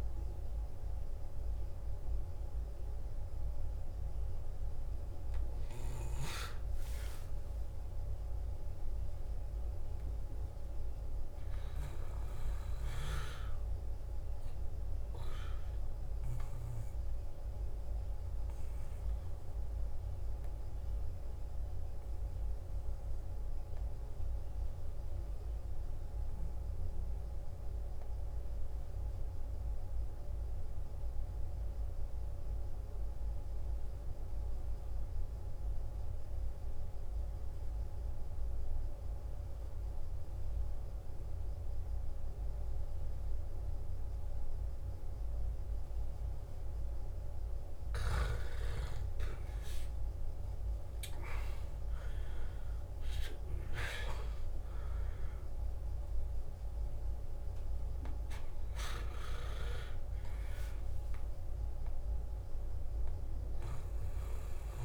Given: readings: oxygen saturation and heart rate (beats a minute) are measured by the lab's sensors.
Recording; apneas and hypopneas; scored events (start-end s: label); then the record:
breathing in sleep, hard to hear, by a room microphone; 1
0.00-25.50 s: oxygen desaturation (device-marked, oxygen 88% lowest, heart rate 55 extreme)
28.50-48.00 s: central apnea (oxygen 99% before, 89% lowest, heart rate 57 before, 53 extreme, up 14 after)
42.50-64.85 s: oxygen desaturation (device-marked, oxygen 98% before, 89% lowest, heart rate 56 before, 50 extreme)
49.00-53.00 s: arousal
From the record:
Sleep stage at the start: N2 (light sleep); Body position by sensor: on the back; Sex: male